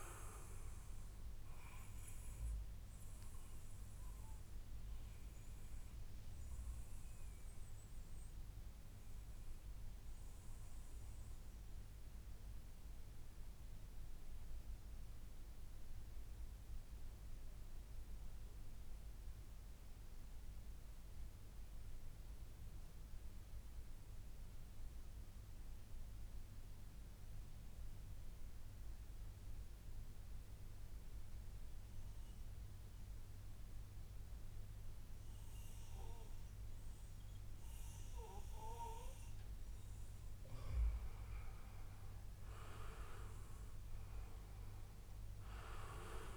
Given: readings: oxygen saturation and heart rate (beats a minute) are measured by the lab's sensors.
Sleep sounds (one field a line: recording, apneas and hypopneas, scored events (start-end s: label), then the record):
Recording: breathing in sleep by a room microphone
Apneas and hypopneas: 1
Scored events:
0.00-1.50 s: long interval between heartbeats (device-marked, heart rate 97 extreme)
0.50-38.50 s: obstructive apnea (oxygen 98% before, 91% lowest, heart rate 99 before, 92 extreme, up 26 after)
1.00-19.00 s: oxygen desaturation (device-marked, oxygen 95% before, 91% lowest, heart rate 99 before, 92 extreme)
3.50-5.50 s: long interval between heartbeats (device-marked, heart rate 100 before, 98 extreme)
14.00-16.00 s: long interval between heartbeats (device-marked, heart rate 99 before, 99 extreme)
18.00-20.00 s: long interval between heartbeats (device-marked, heart rate 99 before, 98 extreme)
19.00-46.37 s: new sleep stage, REM sleep
40.50-44.50 s: arousal
41.00-43.00 s: long interval between heartbeats (device-marked, heart rate 99 before, 109 extreme)
From the record:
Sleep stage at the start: N2 (light sleep)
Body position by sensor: on the back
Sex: male